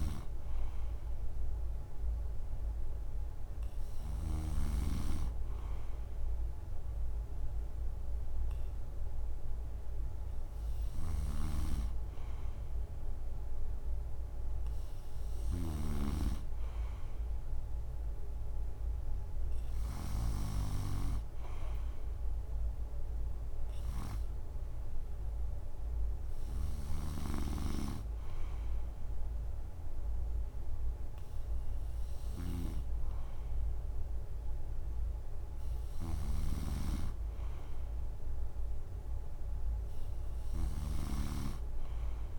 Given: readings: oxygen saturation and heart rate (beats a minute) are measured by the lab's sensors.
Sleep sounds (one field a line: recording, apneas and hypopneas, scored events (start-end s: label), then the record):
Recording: breathing in sleep by a room microphone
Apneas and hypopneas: none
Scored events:
0.00-4.00 s: snoring (device-marked)
10.50-20.00 s: snoring (device-marked)
26.00-42.39 s: snoring (device-marked)
From the record:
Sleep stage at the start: N3 (deep sleep)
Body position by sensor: on the right side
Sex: male